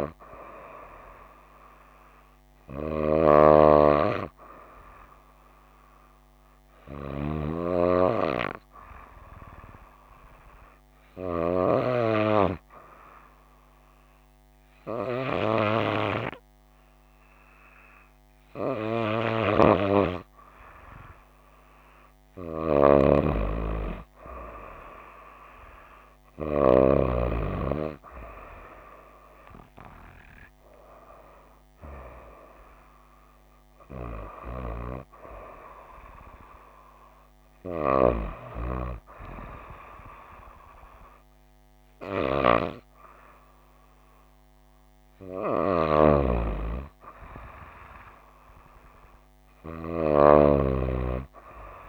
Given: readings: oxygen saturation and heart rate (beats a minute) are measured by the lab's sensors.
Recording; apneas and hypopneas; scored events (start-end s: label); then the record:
breathing in sleep by a microphone on the trachea; 1
6.50-21.50 s: hypopnea (oxygen 95% before, 93% lowest, heart rate 60 before, 57 extreme, up 6 after)
29.50-33.00 s: arousal
From the record:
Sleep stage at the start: N2 (light sleep); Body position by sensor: on the right side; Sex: female